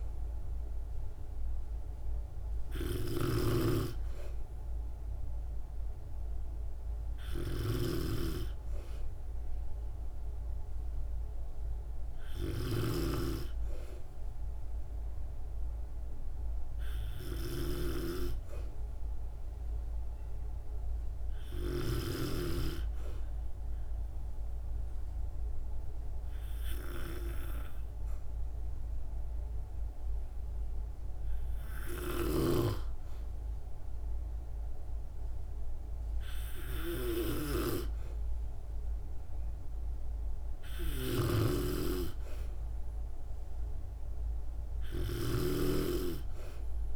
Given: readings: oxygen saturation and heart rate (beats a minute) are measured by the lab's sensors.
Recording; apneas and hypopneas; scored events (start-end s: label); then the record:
breathing in sleep by a room microphone; none
0.00-22.00 s: snoring (device-marked)
32.00-46.96 s: snoring (device-marked)
From the record:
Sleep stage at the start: N2 (light sleep); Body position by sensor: on the back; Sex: female